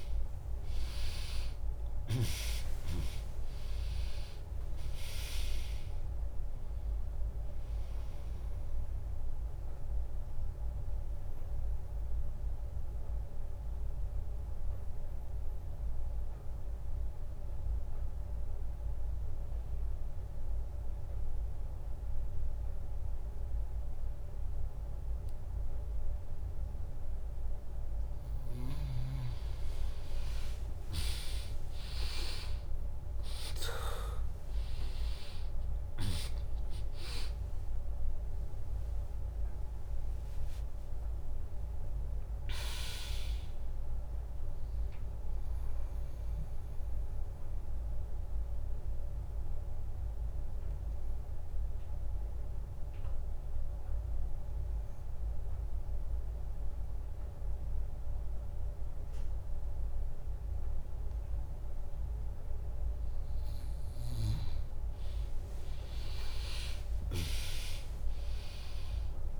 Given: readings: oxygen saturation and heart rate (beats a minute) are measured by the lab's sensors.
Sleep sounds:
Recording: breathing in sleep by a room microphone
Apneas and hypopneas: 2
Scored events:
0.00-2.50 s: arousal
1.50-13.50 s: drop in pulse transit time (device-marked, heart rate 72 before, 62 extreme)
4.50-24.50 s: oxygen desaturation (device-marked, oxygen 100% before, 96% lowest, heart rate 70 before, 63 extreme)
10.50-26.00 s: obstructive apnea (oxygen 100% before, 96% lowest, heart rate 71 before, 63 extreme, up 11 after)
30.00-32.00 s: long interval between heartbeats (device-marked, heart rate 78 before, 67 extreme)
31.00-37.50 s: arousal
34.50-47.50 s: drop in pulse transit time (device-marked, heart rate 76 before, 69 extreme)
36.50-55.50 s: oxygen desaturation (device-marked, oxygen 100% before, 96% lowest, heart rate 76 before, 59 extreme)
46.00-61.50 s: obstructive apnea (oxygen 100% before, 96% lowest, heart rate 77 before, 59 extreme, up 6 after)
66.50-69.40 s: arousal
67.00-69.00 s: long interval between heartbeats (device-marked, heart rate 72 before, 70 extreme)
From the record:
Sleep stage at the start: N2 (light sleep)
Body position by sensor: on the back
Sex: female

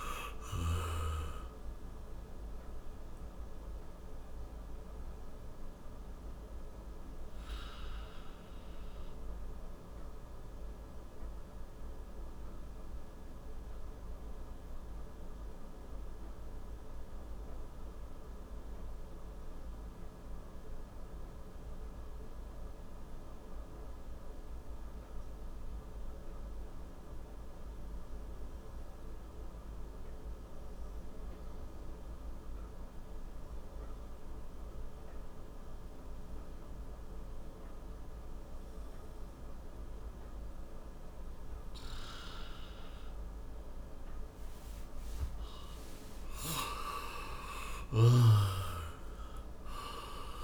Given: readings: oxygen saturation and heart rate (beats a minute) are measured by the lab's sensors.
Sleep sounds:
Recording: breathing in sleep by a room microphone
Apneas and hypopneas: 1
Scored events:
3.00-22.00 s: oxygen desaturation (device-marked, oxygen 94% before, 85% lowest, heart rate 73 before, 57 extreme)
4.00-41.50 s: mixed apnea (oxygen 98% before, 85% lowest, heart rate 74 before, 57 extreme, up 11 after)
45.00-49.00 s: arousal
47.50-50.44 s: snoring (device-marked)
From the record:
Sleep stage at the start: N2 (light sleep)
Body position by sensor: on the back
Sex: male

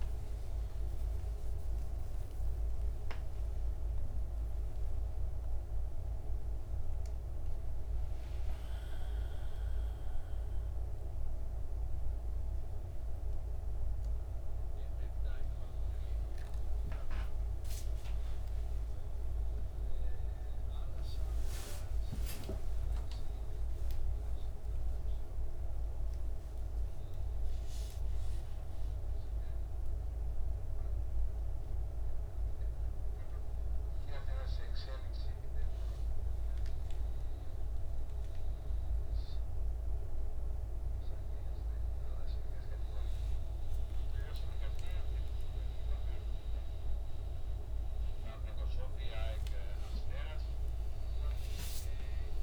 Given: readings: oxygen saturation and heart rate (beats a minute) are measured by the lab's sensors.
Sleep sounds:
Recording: a person awake in a sleep study, hard to hear, by a room microphone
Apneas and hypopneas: none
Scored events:
0.00-1.50 s: long interval between heartbeats (device-marked, heart rate 142 extreme)
9.00-11.00 s: long interval between heartbeats (device-marked, heart rate 108 before, 71 extreme)
12.00-14.00 s: long interval between heartbeats (device-marked, heart rate 110 before, 101 extreme)
14.50-16.50 s: long interval between heartbeats (device-marked, heart rate 106 before, 105 extreme)
16.50-18.50 s: long interval between heartbeats (device-marked, heart rate 103 before, 97 extreme)
19.00-21.00 s: long interval between heartbeats (device-marked, heart rate 97 before, 128 extreme)
22.50-24.50 s: long interval between heartbeats (device-marked, heart rate 94 before, 145 extreme)
37.00-39.00 s: long interval between heartbeats (device-marked, heart rate 101 before, 81 extreme)
From the record:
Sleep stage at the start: awake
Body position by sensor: on the back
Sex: male

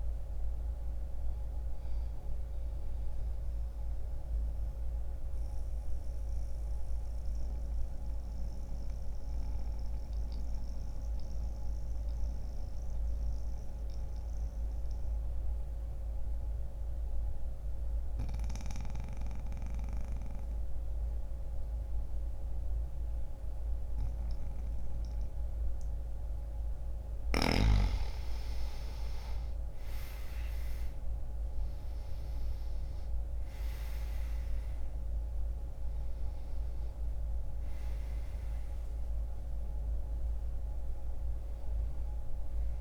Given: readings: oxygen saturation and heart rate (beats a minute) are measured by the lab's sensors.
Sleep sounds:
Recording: breathing in sleep, hard to hear, by a room microphone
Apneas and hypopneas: 1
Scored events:
0.00-7.50 s: oxygen desaturation (device-marked, oxygen 87% lowest, heart rate 45 extreme)
2.50-26.00 s: mixed apnea (oxygen 95% before, 86% lowest, heart rate 64 before, 45 extreme, up 1 after)
8.50-42.81 s: new sleep stage, N2 (light sleep)
27.50-42.81 s: oxygen desaturation (device-marked, oxygen 96% before, 86% lowest, heart rate 63 before, 44 extreme)
28.00-32.00 s: arousal
From the record:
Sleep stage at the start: N1 (lightest sleep)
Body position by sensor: on the back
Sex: male

